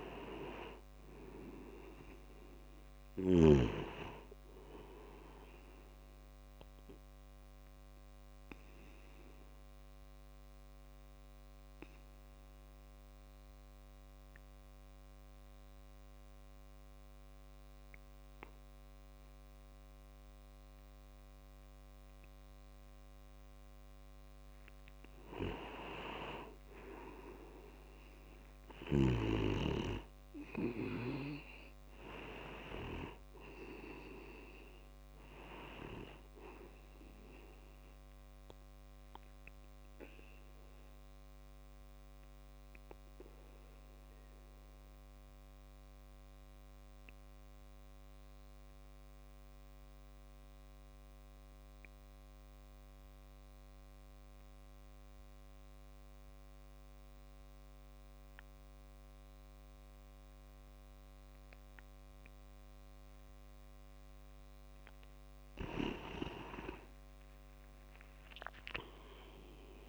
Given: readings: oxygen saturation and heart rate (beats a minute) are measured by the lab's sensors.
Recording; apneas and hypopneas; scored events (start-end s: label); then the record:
breathing in sleep by a microphone on the trachea; 2
0.00-3.00 s: arousal
3.50-24.50 s: oxygen desaturation (device-marked, oxygen 98% before, 92% lowest)
7.00-24.50 s: obstructive apnea (oxygen 98% before, 92% lowest)
26.00-30.00 s: arousal
35.50-55.50 s: oxygen desaturation (device-marked, oxygen 97% before, 93% lowest)
38.50-64.00 s: obstructive apnea (oxygen 97% before, 90% lowest)
65.50-69.89 s: snoring (device-marked)
66.00-69.89 s: arousal
66.50-69.89 s: tachycardia (device-marked, heart rate 41 before, 102 extreme)
From the record:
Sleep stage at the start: N2 (light sleep); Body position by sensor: on the back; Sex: male